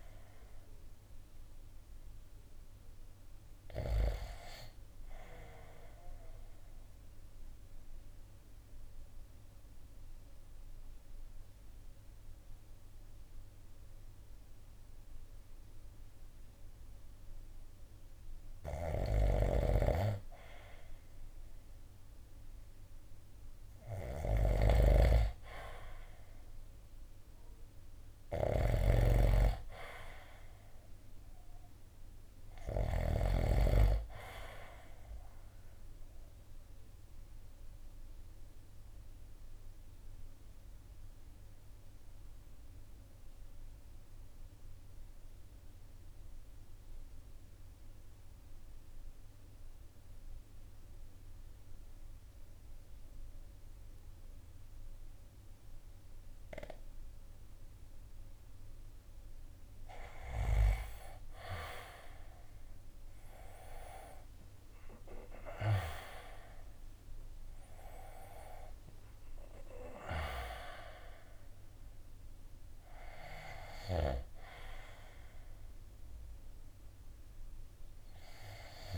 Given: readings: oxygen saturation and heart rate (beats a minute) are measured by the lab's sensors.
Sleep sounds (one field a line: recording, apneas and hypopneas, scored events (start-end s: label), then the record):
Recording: breathing in sleep by a room microphone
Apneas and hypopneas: 2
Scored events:
5.00-17.00 s: obstructive apnea (oxygen 99% before, 90% lowest, heart rate 59 before, 55 extreme, up 5 after)
9.50-78.97 s: new sleep stage, N2 (light sleep)
18.00-22.00 s: arousal
18.00-32.50 s: snoring (device-marked)
22.50-51.50 s: oxygen desaturation (device-marked, oxygen 97% before, 90% lowest, heart rate 57 before, 52 extreme)
36.00-56.50 s: obstructive apnea (oxygen 98% before, 89% lowest, heart rate 59 before, 52 extreme, up 9 after)
60.50-65.50 s: arousal
61.50-77.50 s: drop in pulse transit time (device-marked, heart rate 54 before, 56 extreme)
From the record:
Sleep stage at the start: N1 (lightest sleep)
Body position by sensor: on the right side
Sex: male